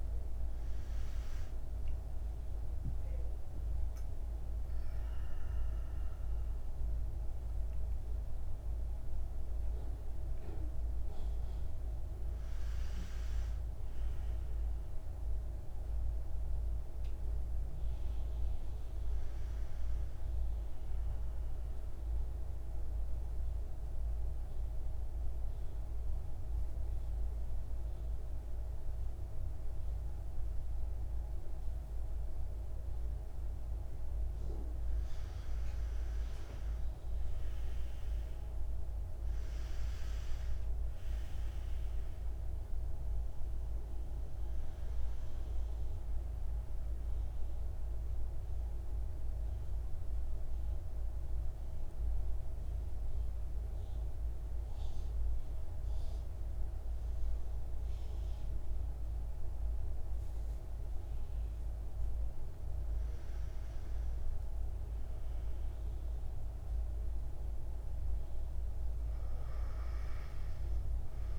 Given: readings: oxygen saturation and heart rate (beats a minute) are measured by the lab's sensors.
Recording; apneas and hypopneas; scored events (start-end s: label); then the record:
a person partly awake in a sleep study, hard to hear, by a room microphone; 2
20.50-71.38 s: new sleep stage, N2 (light sleep)
22.50-34.50 s: central apnea (oxygen 99% before, 92% lowest, heart rate 71 before, 52 extreme, up 7 after)
36.00-40.00 s: arousal
40.50-55.50 s: oxygen desaturation (device-marked, oxygen 97% before, 92% lowest, heart rate 58 before, 52 extreme)
47.00-62.00 s: central apnea (oxygen 99% before, 89% lowest, heart rate 58 before, 52 extreme, up 8 after)
64.00-67.50 s: arousal
From the record:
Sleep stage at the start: awake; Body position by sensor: on the back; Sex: male